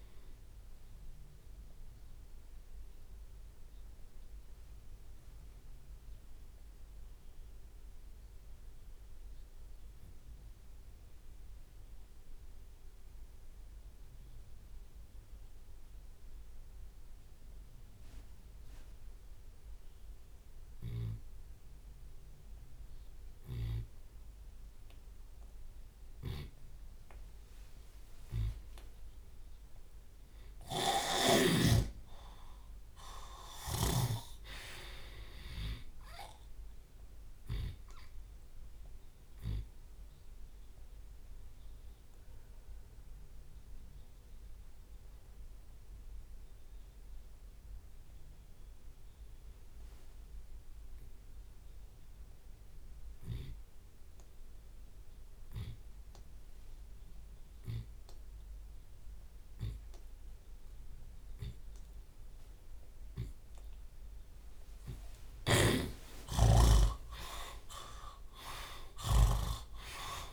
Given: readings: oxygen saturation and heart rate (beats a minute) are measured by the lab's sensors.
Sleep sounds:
breathing in sleep by a room microphone; 2
0.00-9.50 s: drop in pulse transit time (device-marked, heart rate 37 extreme)
0.00-27.50 s: oxygen desaturation (device-marked, oxygen 70% lowest)
0.50-25.50 s: tachycardia (device-marked, heart rate 75 before, 169 extreme)
1.50-29.50 s: obstructive apnea (oxygen 98% before, 70% lowest)
5.00-7.00 s: long interval between heartbeats (device-marked, heart rate 92 before, 150 extreme)
7.50-9.50 s: long interval between heartbeats (device-marked, heart rate 97 before, 159 extreme)
9.50-11.50 s: long interval between heartbeats (device-marked, heart rate 101 before, 166 extreme)
14.00-16.00 s: long interval between heartbeats (device-marked, heart rate 110 before, 157 extreme)
16.00-18.00 s: long interval between heartbeats (device-marked, heart rate 113 before, 153 extreme)
18.50-20.50 s: long interval between heartbeats (device-marked, heart rate 129 before, 154 extreme)
20.50-22.50 s: long interval between heartbeats (device-marked, heart rate 141 before, 157 extreme)
20.50-27.50 s: drop in pulse transit time (device-marked, heart rate 141 before, 106 extreme)
24.00-26.00 s: long interval between heartbeats (device-marked, heart rate 157 before, 120 extreme)
26.50-28.50 s: long interval between heartbeats (device-marked, heart rate 153 before, 106 extreme)
29.00-31.00 s: long interval between heartbeats (device-marked, heart rate 148 before, 79 extreme)
31.00-34.50 s: snoring (device-marked)
32.50-36.50 s: arousal
35.50-37.50 s: long interval between heartbeats (device-marked, heart rate 114 before, 36 extreme)
37.50-39.50 s: long interval between heartbeats (device-marked, heart rate 103 before, 32 extreme)
39.50-48.50 s: drop in pulse transit time (device-marked)
40.00-63.50 s: obstructive apnea (oxygen 97% before, 86% lowest)
50.50-52.50 s: long interval between heartbeats (device-marked, heart rate 35 before, 67 extreme)
56.50-63.50 s: drop in pulse transit time (device-marked, heart rate 39 before, 69 extreme)
56.50-65.50 s: oxygen desaturation (device-marked, oxygen 97% before, 87% lowest)
58.00-60.00 s: long interval between heartbeats (device-marked, heart rate 41 before, 70 extreme)
59.50-62.50 s: tachycardia (device-marked, heart rate 79 before, 97 extreme)
60.00-62.00 s: long interval between heartbeats (device-marked, heart rate 45 before, 90 extreme)
63.50-65.50 s: long interval between heartbeats (device-marked, heart rate 58 before, 104 extreme)
63.50-67.50 s: tachycardia (device-marked, heart rate 79 before, 117 extreme)
65.50-67.50 s: long interval between heartbeats (device-marked, heart rate 67 before, 98 extreme)
65.50-70.32 s: snoring (device-marked)
66.50-70.32 s: arousal
69.00-70.32 s: long interval between heartbeats (device-marked, heart rate 81 before, 104 extreme)
From the record:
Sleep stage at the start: N2 (light sleep); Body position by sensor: on the left side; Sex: male

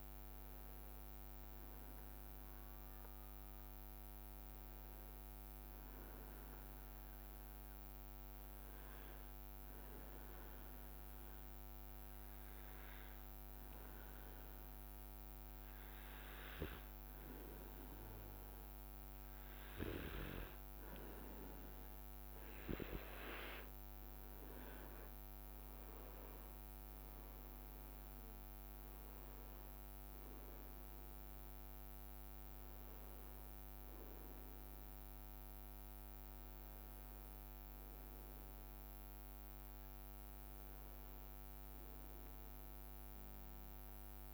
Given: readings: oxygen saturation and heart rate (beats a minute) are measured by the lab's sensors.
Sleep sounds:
breathing in sleep by a microphone on the trachea; 1
0.00-2.50 s: arousal
7.00-20.50 s: obstructive apnea (oxygen 99% before, 94% lowest, heart rate 67 before, 62 extreme, up 7 after)
20.00-44.33 s: oxygen desaturation (device-marked, oxygen 99% before, 94% lowest, heart rate 65 before, 61 extreme)
26.00-31.00 s: arousal
From the record:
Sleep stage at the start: N2 (light sleep); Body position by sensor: on the back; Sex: male

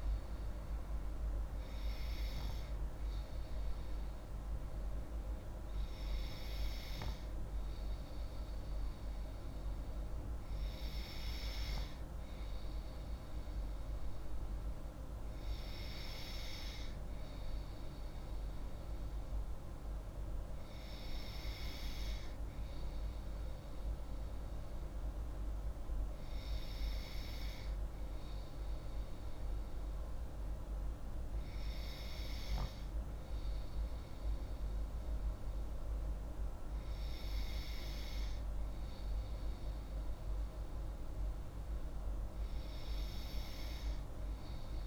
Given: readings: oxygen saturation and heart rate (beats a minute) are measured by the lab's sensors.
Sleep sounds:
breathing in sleep, hard to hear, by a room microphone; none
28.50-44.87 s: new sleep stage, N3 (deep sleep)
From the record:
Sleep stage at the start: N2 (light sleep); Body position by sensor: on the left side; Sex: female

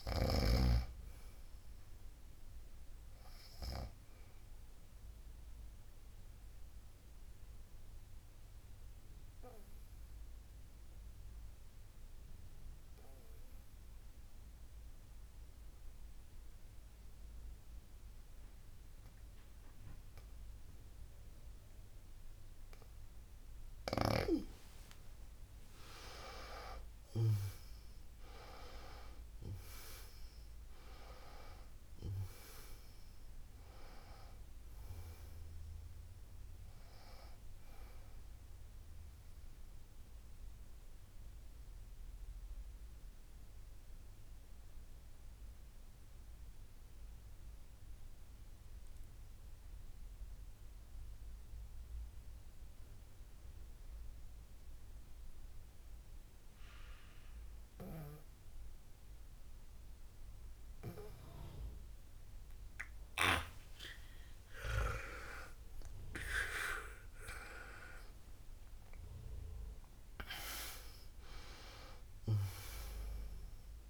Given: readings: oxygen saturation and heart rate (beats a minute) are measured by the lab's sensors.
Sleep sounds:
breathing in sleep by a room microphone; 2
0.00-18.50 s: oxygen desaturation (device-marked, oxygen 91% lowest, heart rate 51 extreme)
6.50-24.50 s: obstructive apnea (oxygen 97% before, 91% lowest, heart rate 65 before, 49 extreme, up 38 after)
26.50-30.50 s: arousal
33.50-54.50 s: oxygen desaturation (device-marked, oxygen 97% before, 91% lowest, heart rate 63 before, 49 extreme)
39.50-64.00 s: obstructive apnea (oxygen 97% before, 91% lowest, heart rate 69 before, 49 extreme, up 39 after)
65.50-71.00 s: arousal
69.50-73.90 s: oxygen desaturation (device-marked, oxygen 97% before, 91% lowest, heart rate 61 before, 50 extreme)
From the record:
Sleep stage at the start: N2 (light sleep); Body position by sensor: on the back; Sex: female

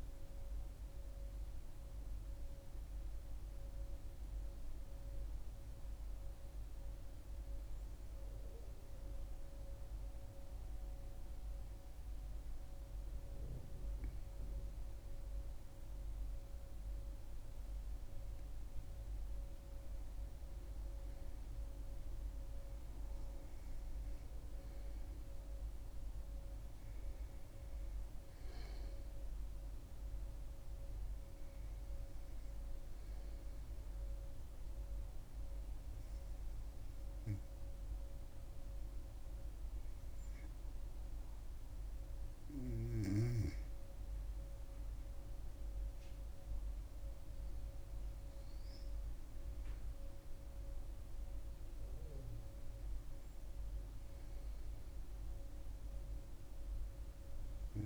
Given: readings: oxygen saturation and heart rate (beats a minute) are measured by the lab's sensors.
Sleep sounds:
breathing in sleep, hard to hear, by a room microphone; 1
5.50-19.00 s: hypopnea (oxygen 98% before, 96% lowest, heart rate 71 before, 65 extreme, up 2 after)
20.50-24.50 s: arousal
From the record:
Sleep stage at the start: N2 (light sleep); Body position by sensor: on the back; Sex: female

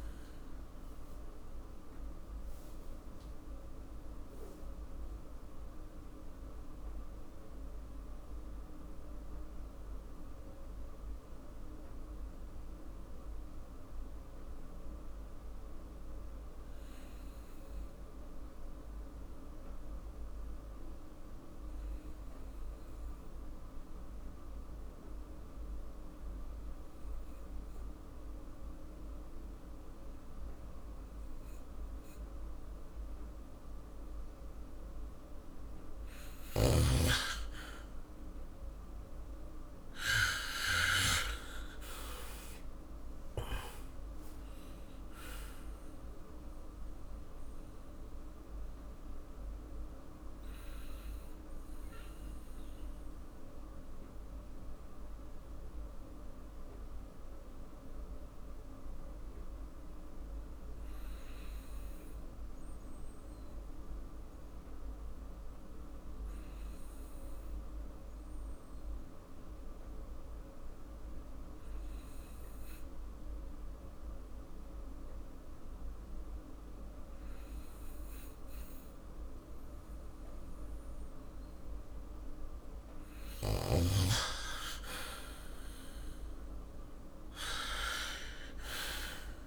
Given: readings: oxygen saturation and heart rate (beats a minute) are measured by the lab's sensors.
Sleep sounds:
breathing in sleep by a room microphone; 2
1.00-36.00 s: mixed apnea (oxygen 99% before, 91% lowest, heart rate 53 before, 45 extreme, up 5 after)
27.00-44.00 s: oxygen desaturation (device-marked, oxygen 99% before, 91% lowest, heart rate 46 before, 45 extreme)
29.50-31.50 s: long interval between heartbeats (device-marked, heart rate 46 before, 53 extreme)
36.00-41.00 s: snoring (device-marked)
37.50-42.00 s: arousal
40.00-42.00 s: long interval between heartbeats (device-marked, heart rate 50 before, 53 extreme)
46.00-80.50 s: obstructive apnea (oxygen 99% before, 92% lowest, heart rate 51 before, 44 extreme, up 7 after)
80.00-87.00 s: oxygen desaturation (device-marked, oxygen 98% before, 93% lowest, heart rate 48 before, 44 extreme)
85.00-89.47 s: arousal
From the record:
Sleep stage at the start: N2 (light sleep); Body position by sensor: on the back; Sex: male

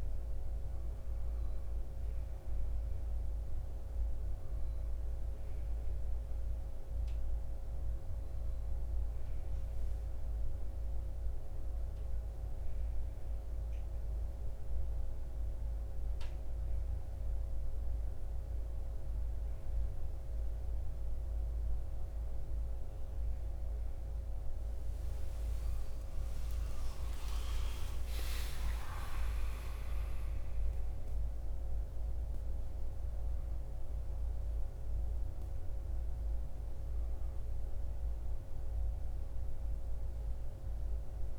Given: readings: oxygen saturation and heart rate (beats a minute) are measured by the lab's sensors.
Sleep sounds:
breathing in sleep, hard to hear, by a room microphone; none
27.00-32.50 s: arousal
From the record:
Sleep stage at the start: N1 (lightest sleep); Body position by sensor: on the right side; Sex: male

